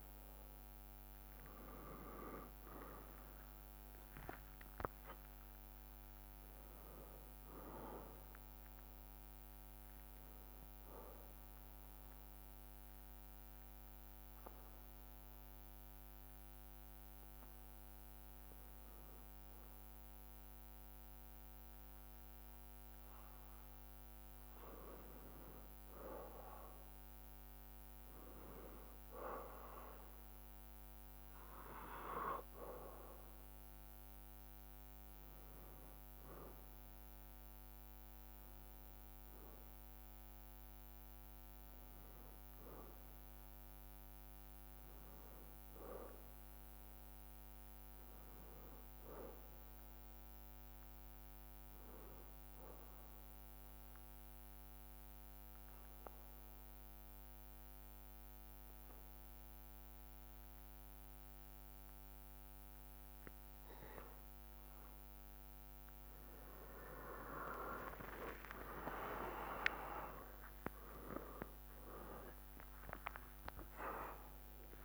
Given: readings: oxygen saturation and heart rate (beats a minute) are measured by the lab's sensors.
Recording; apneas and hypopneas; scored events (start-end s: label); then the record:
breathing in sleep by a microphone on the trachea; 2
0.00-3.00 s: arousal
9.50-49.50 s: bradycardia (device-marked, heart rate 60 before, 54 extreme)
11.00-23.00 s: hypopnea (oxygen 96% before, 93% lowest, heart rate 62 before, 54 extreme, up 1 after)
20.50-74.84 s: new sleep stage, N2 (light sleep)
34.50-39.50 s: arousal
50.50-63.50 s: bradycardia (device-marked, heart rate 60 before, 57 extreme)
52.50-65.50 s: obstructive apnea (oxygen 96% before, 93% lowest, heart rate 56 before, 57 extreme, up 19 after)
66.50-68.50 s: long interval between heartbeats (device-marked, heart rate 58 before, 69 extreme)
67.50 s: drop in pulse transit time (device-marked)
70.50-74.84 s: drop in pulse transit time (device-marked, heart rate 60 before, 63 extreme)
From the record:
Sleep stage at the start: N1 (lightest sleep); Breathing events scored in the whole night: 153 in 4.2 hours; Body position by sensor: on the back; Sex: male